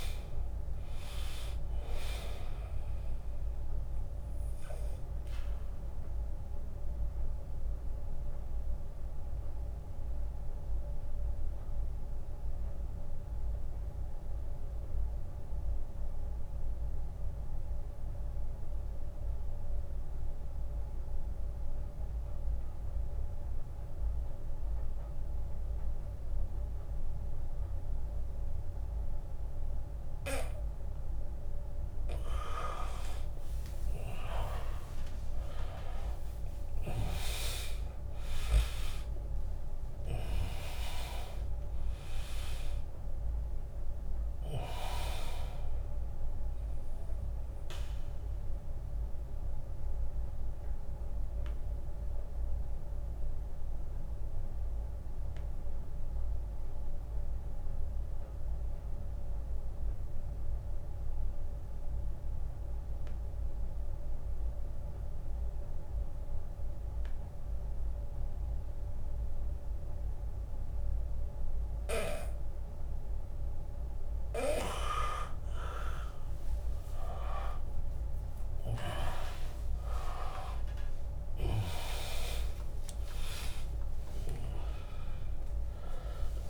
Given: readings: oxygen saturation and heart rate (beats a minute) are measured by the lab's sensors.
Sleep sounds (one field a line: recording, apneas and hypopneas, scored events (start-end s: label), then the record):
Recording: breathing in sleep by a room microphone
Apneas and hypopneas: 2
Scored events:
0.00-7.50 s: drop in pulse transit time (device-marked, heart rate 83 extreme)
0.00-21.50 s: oxygen desaturation (device-marked, oxygen 81% lowest, heart rate 70 extreme)
2.50-4.50 s: long interval between heartbeats (device-marked, heart rate 82 before, 84 extreme)
6.50-31.50 s: obstructive apnea (oxygen 100% before, 80% lowest, heart rate 83 before, 70 extreme, up 3 after)
11.50-13.50 s: long interval between heartbeats (device-marked, heart rate 82 before, 71 extreme)
30.50-60.50 s: oxygen desaturation (device-marked, oxygen 100% before, 80% lowest, heart rate 77 before, 69 extreme)
34.00-37.50 s: arousal
35.50-47.50 s: drop in pulse transit time (device-marked, heart rate 78 before, 70 extreme)
43.50-45.50 s: long interval between heartbeats (device-marked, heart rate 76 before, 70 extreme)
47.00-73.00 s: obstructive apnea (oxygen 100% before, 80% lowest, heart rate 75 before, 69 extreme, up 31 after)
72.50-86.50 s: drop in pulse transit time (device-marked, heart rate 74 before, 77 extreme)
74.50-86.50 s: oxygen desaturation (device-marked, oxygen 100% before, 82% lowest, heart rate 74 before, 74 extreme)
76.00-78.00 s: long interval between heartbeats (device-marked, heart rate 75 before, 90 extreme)
78.50-83.00 s: arousal
79.50-86.50 s: tachycardia (device-marked, heart rate 79 before, 128 extreme)
82.50-84.50 s: long interval between heartbeats (device-marked, heart rate 82 before, 103 extreme)
From the record:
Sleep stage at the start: N2 (light sleep)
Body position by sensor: on the back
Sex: male